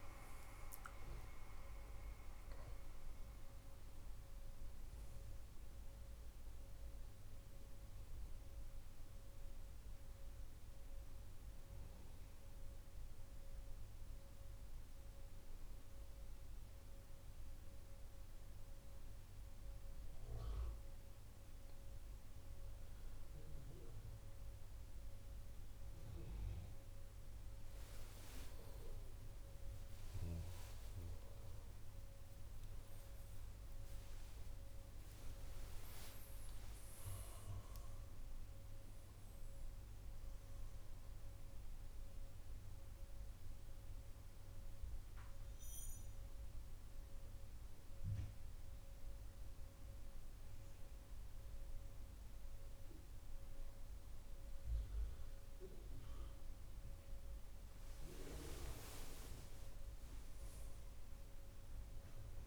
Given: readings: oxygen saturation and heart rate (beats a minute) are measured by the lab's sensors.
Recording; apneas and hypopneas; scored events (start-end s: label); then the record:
breathing in sleep by a room microphone; 2
9.50-22.50 s: central apnea (oxygen 99% before, 95% lowest, heart rate 125 before, 89 extreme, up 1 after)
29.00-35.50 s: arousal
43.00-58.00 s: hypopnea (oxygen 98% before, 94% lowest, heart rate 111 before, 58 extreme)
60.00-62.47 s: arousal
From the record:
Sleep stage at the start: N2 (light sleep); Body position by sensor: on the right side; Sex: male